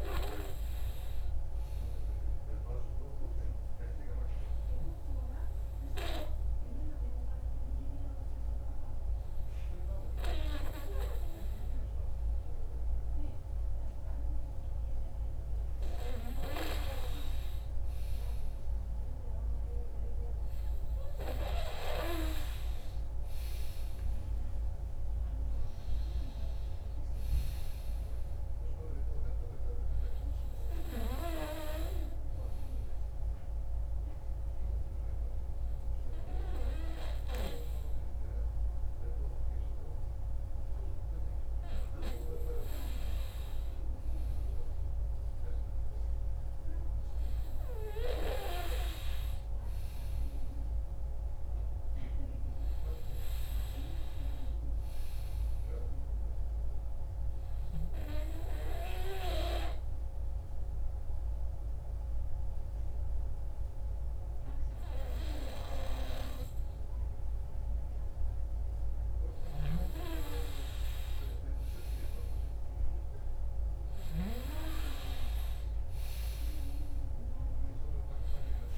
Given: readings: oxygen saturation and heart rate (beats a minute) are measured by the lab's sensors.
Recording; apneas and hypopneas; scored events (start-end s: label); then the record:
breathing in sleep by a room microphone; 3
2.00-15.50 s: obstructive apnea (oxygen 98% before, 96% lowest, heart rate 165 before, 78 extreme, up 8 after)
18.00-22.50 s: arousal
33.00-43.50 s: obstructive apnea (oxygen 98% before, 96% lowest, heart rate 105 before, 47 extreme, up 34 after)
46.50-51.00 s: arousal
56.00-68.50 s: obstructive apnea (oxygen 98% before, 96% lowest, heart rate 93 before, 47 extreme)
71.00-75.50 s: arousal
From the record:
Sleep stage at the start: N2 (light sleep); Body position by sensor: on the back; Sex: male